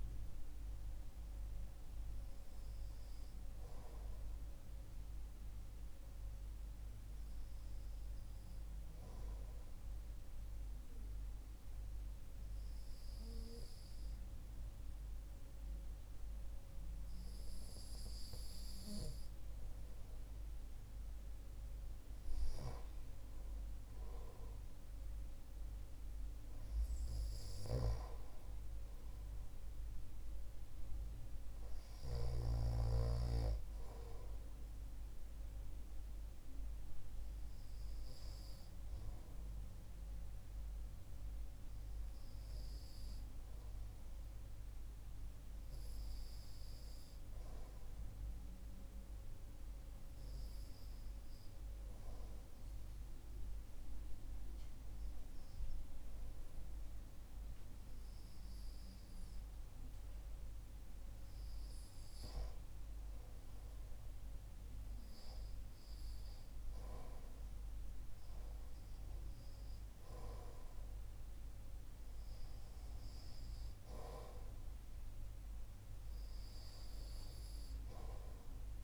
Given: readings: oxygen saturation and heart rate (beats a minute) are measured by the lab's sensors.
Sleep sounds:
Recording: breathing in sleep by a room microphone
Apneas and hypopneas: 2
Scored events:
9.50-22.00 s: hypopnea (oxygen 96% before, 92% lowest)
24.50-29.00 s: arousal
47.00-61.00 s: hypopnea (oxygen 96% before, 92% lowest)
63.00-66.00 s: arousal
63.00-78.84 s: oxygen desaturation (device-marked, oxygen 95% before, 92% lowest)
From the record:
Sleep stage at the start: REM sleep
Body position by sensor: on the right side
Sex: male

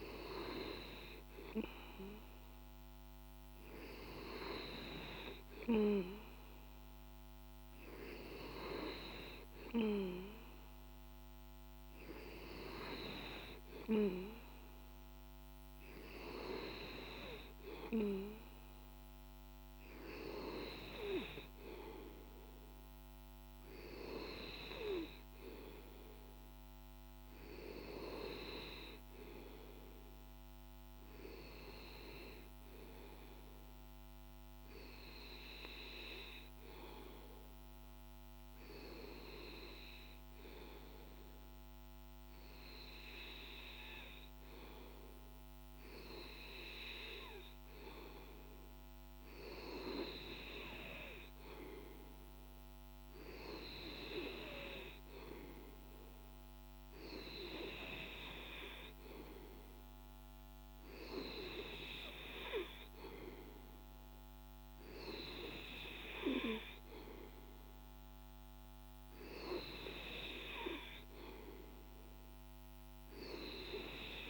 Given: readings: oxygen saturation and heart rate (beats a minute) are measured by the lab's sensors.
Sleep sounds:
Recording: breathing in sleep by a microphone on the trachea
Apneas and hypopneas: none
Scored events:
none scored
From the record:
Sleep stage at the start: N2 (light sleep)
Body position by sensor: on the back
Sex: male

